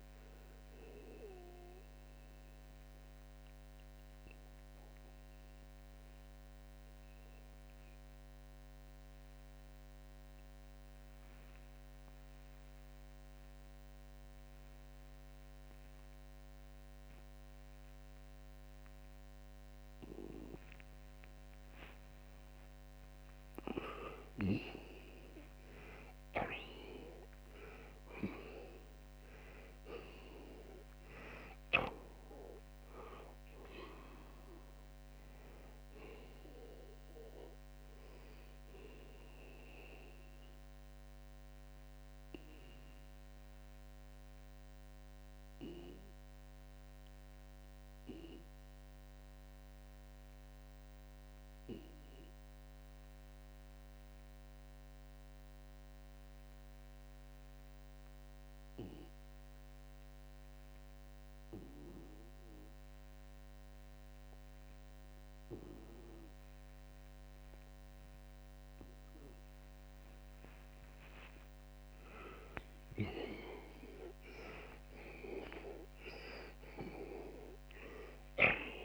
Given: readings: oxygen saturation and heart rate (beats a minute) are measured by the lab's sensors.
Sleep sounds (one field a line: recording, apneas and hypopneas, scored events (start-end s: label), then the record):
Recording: breathing in sleep by a microphone on the trachea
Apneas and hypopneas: 2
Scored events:
3.50-22.50 s: obstructive apnea (oxygen 91% before, 78% lowest, heart rate 120 before, 65 extreme, up 32 after)
9.50-34.50 s: oxygen desaturation (device-marked, oxygen 89% before, 78% lowest, heart rate 113 before, 55 extreme)
27.00-32.00 s: arousal
38.50-70.00 s: obstructive apnea (oxygen 92% before, 80% lowest, heart rate 82 before, 55 extreme, up 48 after)
47.50-68.50 s: oxygen desaturation (device-marked, oxygen 92% before, 81% lowest, heart rate 80 before, 66 extreme)
72.50-77.00 s: arousal
From the record:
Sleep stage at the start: N2 (light sleep)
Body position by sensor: on the left side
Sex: male